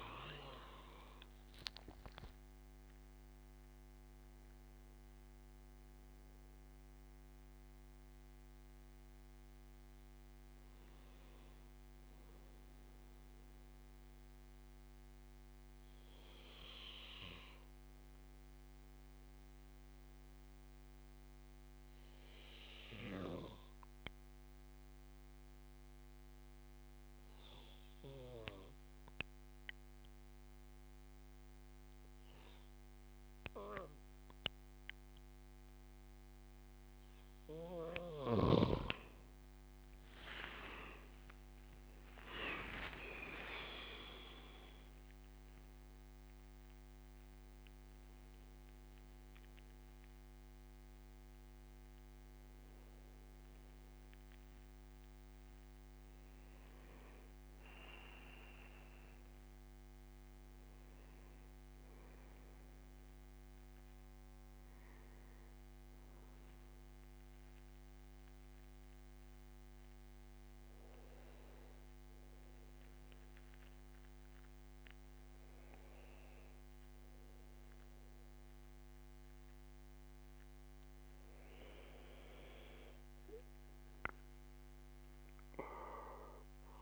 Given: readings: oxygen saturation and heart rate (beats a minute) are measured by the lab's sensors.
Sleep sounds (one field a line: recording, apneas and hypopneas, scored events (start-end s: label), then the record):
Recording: breathing in sleep by a microphone on the trachea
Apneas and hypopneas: 2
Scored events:
0.00-6.00 s: oxygen desaturation (device-marked, oxygen 89% lowest, heart rate 66 extreme)
4.00-37.50 s: obstructive apnea (oxygen 97% before, 89% lowest, heart rate 81 before, 65 extreme, up 16 after)
39.00-64.00 s: oxygen desaturation (device-marked, oxygen 98% before, 92% lowest, heart rate 70 before, 65 extreme)
40.50-45.50 s: arousal
65.00-80.00 s: obstructive apnea (oxygen 98% before, 90% lowest, heart rate 73 before, 67 extreme, up 6 after)
81.50-85.50 s: arousal
From the record:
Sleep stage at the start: N2 (light sleep)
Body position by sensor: on the back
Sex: male